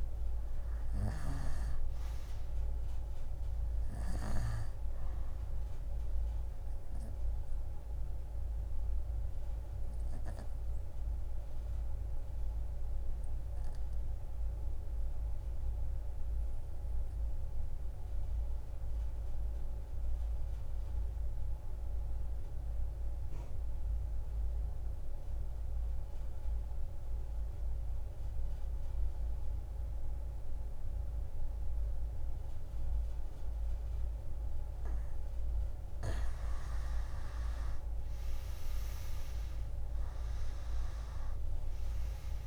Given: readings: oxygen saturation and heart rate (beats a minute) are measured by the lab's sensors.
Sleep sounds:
breathing in sleep by a room microphone; 1
0.00-19.00 s: oxygen desaturation (device-marked, oxygen 87% lowest)
7.00-34.00 s: obstructive apnea (oxygen 95% before, 85% lowest)
31.00-42.47 s: oxygen desaturation (device-marked, oxygen 98% before, 85% lowest)
36.50-40.50 s: arousal
From the record:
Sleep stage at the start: N2 (light sleep); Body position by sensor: on the right side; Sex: female

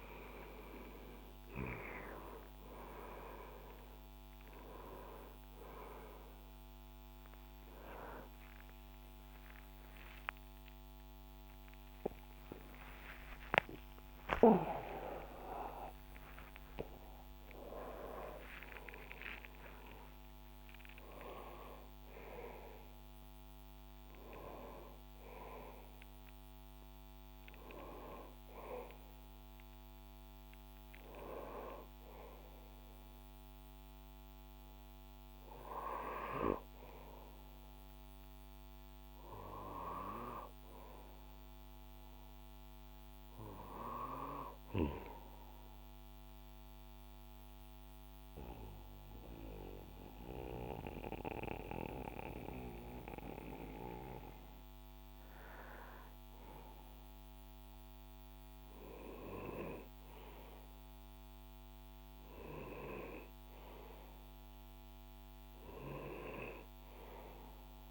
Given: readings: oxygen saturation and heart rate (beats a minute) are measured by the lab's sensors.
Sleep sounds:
a person partly awake in a sleep study, by a microphone on the trachea; 1
0.00-21.00 s: oxygen desaturation (device-marked, oxygen 90% lowest, heart rate 67 extreme)
8.00-38.00 s: new sleep stage, awake
23.00-34.00 s: oxygen desaturation (device-marked, oxygen 95% before, 88% lowest, heart rate 127 before, 63 extreme)
38.00-67.91 s: new sleep stage, N1 (lightest sleep)
45.00-55.00 s: central apnea (oxygen 99% before, 94% lowest, heart rate 75 before, 63 extreme, up 7 after)
57.50-61.50 s: arousal
From the record:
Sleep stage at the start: N2 (light sleep); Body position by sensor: on the back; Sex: male

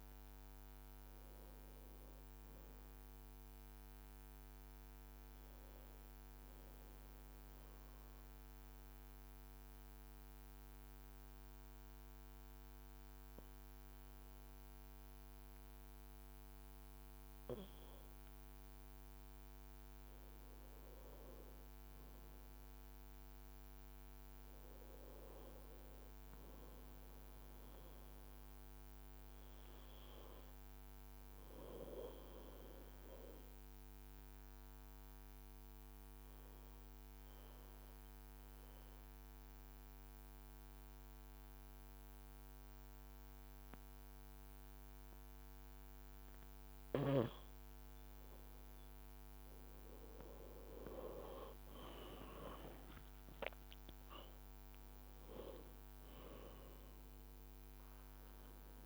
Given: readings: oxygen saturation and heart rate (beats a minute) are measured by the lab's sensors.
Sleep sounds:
breathing in sleep by a microphone on the trachea; 2
3.50-8.00 s: leg movement (device-marked)
6.50-19.00 s: mixed apnea (oxygen 96% before, 94% lowest, heart rate 61 before, 55 extreme, up 0 after)
20.50-25.00 s: arousal
30.50-47.50 s: obstructive apnea (oxygen 96% before, 93% lowest, heart rate 57 before, 54 extreme, up 5 after)
31.50-35.50 s: leg movement (device-marked)
40.50-44.00 s: leg movement (device-marked)
49.00-53.00 s: arousal
51.00-54.00 s: leg movement (device-marked)
From the record:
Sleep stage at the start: N2 (light sleep); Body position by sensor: on the right side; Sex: male

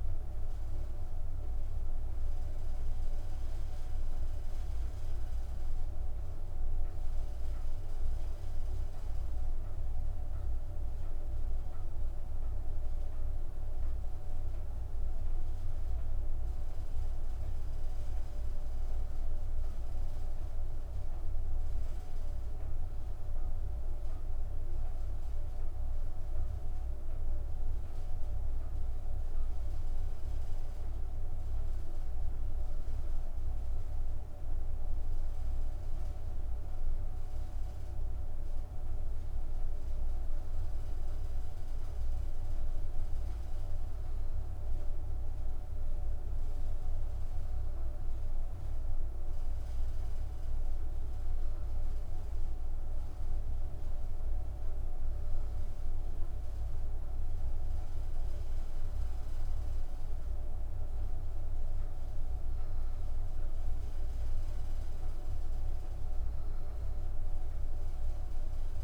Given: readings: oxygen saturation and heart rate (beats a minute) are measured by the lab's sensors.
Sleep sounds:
breathing in sleep, hard to hear, by a room microphone; none
none scored
From the record:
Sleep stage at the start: N2 (light sleep); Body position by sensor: on the back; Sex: female

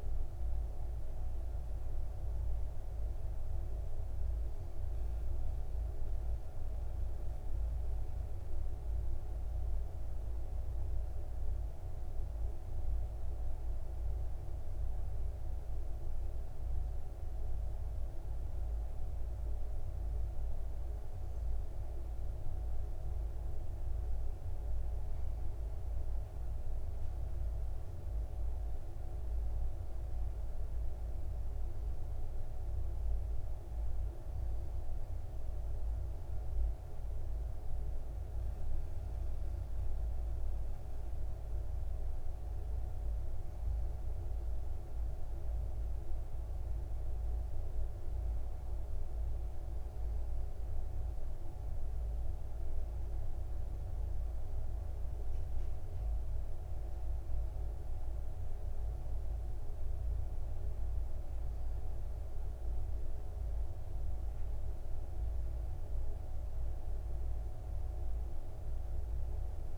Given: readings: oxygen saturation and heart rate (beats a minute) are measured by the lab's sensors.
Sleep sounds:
breathing in sleep, hard to hear, by a room microphone; none
none scored
From the record:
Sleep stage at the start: N2 (light sleep); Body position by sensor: on the back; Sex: male

